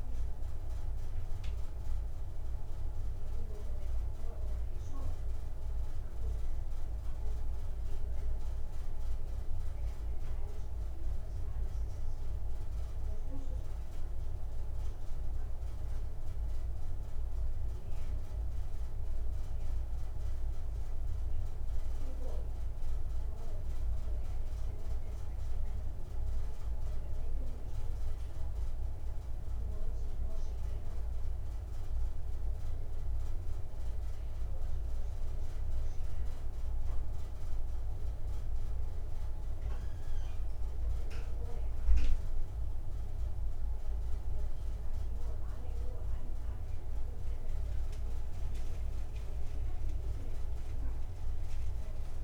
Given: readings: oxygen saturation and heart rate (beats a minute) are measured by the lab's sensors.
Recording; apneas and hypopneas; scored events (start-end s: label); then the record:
breathing in sleep, hard to hear, by a room microphone; none
none scored
From the record:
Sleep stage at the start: N1 (lightest sleep); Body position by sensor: on the back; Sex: male